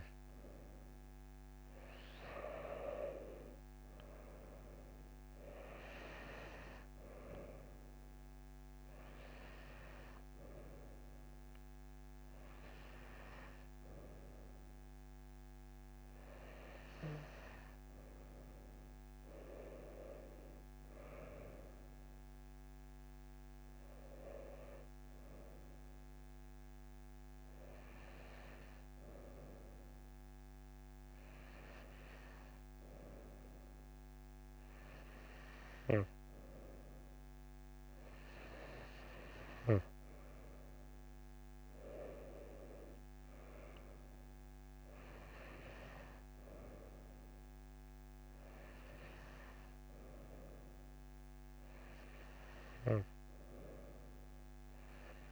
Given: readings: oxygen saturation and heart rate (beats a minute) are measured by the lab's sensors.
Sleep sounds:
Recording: breathing in sleep by a microphone on the trachea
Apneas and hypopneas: none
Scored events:
0.00-3.00 s: tachycardia (device-marked)
From the record:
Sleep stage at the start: N2 (light sleep)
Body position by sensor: on the right side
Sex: female

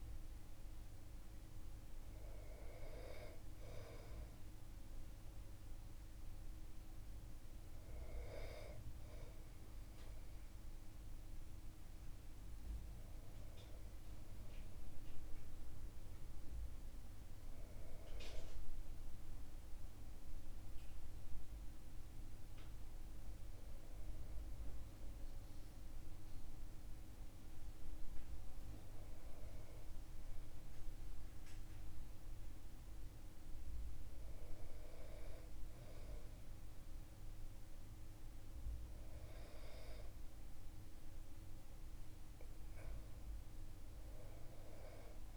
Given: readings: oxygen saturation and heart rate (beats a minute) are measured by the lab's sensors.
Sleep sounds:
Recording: breathing in sleep by a room microphone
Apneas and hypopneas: none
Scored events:
none scored
From the record:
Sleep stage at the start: N2 (light sleep)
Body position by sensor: on the back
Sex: male

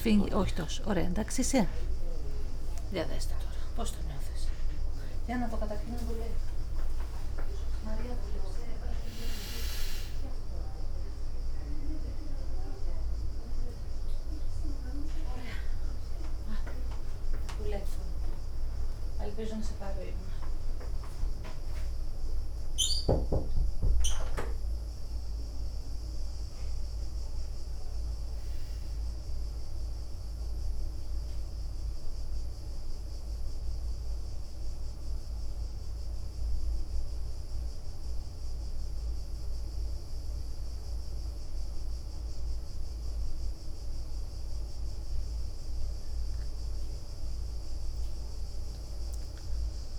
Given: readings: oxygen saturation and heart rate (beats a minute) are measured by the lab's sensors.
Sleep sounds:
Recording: a person partly awake in a sleep study, by a room microphone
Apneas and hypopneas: none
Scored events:
2.50-4.00 s: leg movement (device-marked)
6.00-8.00 s: long interval between heartbeats (device-marked, heart rate 75 before, 85 extreme)
6.00-10.00 s: leg movement (device-marked)
9.50-11.50 s: long interval between heartbeats (device-marked, heart rate 77 before, 94 extreme)
10.50-49.99 s: new sleep stage, N1 (lightest sleep)
12.00-18.00 s: leg movement (device-marked)
18.00-19.00 s: leg movement (device-marked)
20.00-23.00 s: leg movement (device-marked)
27.00-32.50 s: leg movement (device-marked)
35.50-40.50 s: leg movement (device-marked)
42.50-44.00 s: leg movement (device-marked)
46.50-49.99 s: leg movement (device-marked)
47.50-49.99 s: arousal
From the record:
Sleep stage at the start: awake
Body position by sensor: on the back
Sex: female

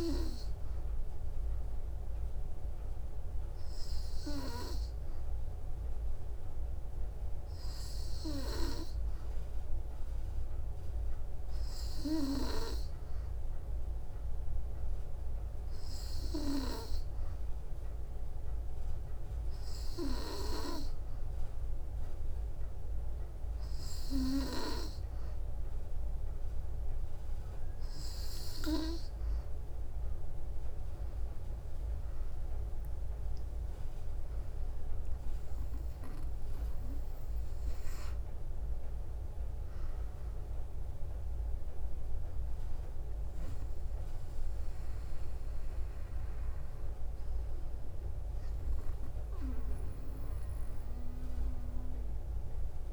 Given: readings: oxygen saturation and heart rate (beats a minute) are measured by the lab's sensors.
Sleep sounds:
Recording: breathing in sleep by a room microphone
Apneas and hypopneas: none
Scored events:
none scored
From the record:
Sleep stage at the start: N2 (light sleep)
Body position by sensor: on the back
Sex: female

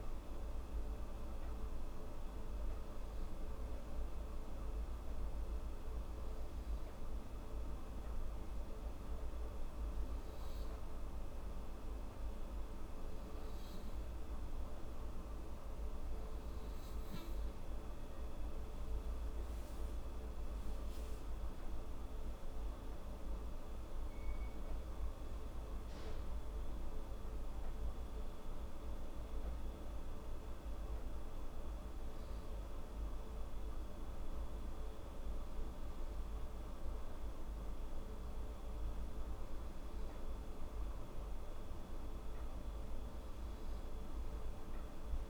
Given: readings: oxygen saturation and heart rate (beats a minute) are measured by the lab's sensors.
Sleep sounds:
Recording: breathing in sleep, hard to hear, by a room microphone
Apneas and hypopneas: 1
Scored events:
5.00-17.50 s: obstructive apnea (oxygen 97% before, 92% lowest, heart rate 75 before, 74 extreme, up 7 after)
23.50-41.50 s: oxygen desaturation (device-marked, oxygen 95% before, 92% lowest, heart rate 77 before, 74 extreme)
From the record:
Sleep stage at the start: N2 (light sleep)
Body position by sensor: on the back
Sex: female

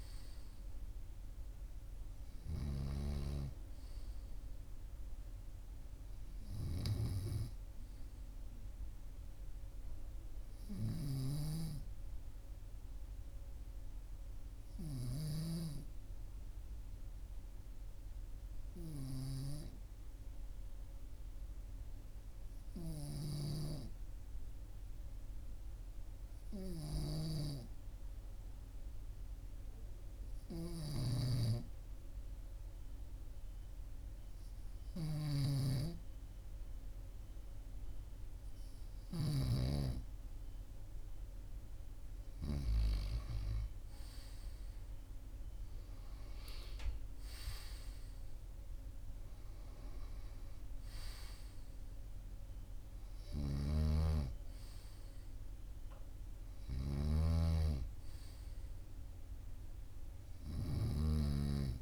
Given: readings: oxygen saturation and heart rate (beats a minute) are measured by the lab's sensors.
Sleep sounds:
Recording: breathing in sleep by a room microphone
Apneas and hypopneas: 1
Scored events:
10.50-36.00 s: obstructive apnea (oxygen 98% before, 95% lowest, heart rate 45 before, 44 extreme, up 1 after)
11.00-15.50 s: snoring (device-marked)
35.00-39.50 s: snoring (device-marked)
38.50-41.50 s: arousal
53.50-61.82 s: snoring (device-marked)
From the record:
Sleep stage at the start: N2 (light sleep)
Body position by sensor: on the right side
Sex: male

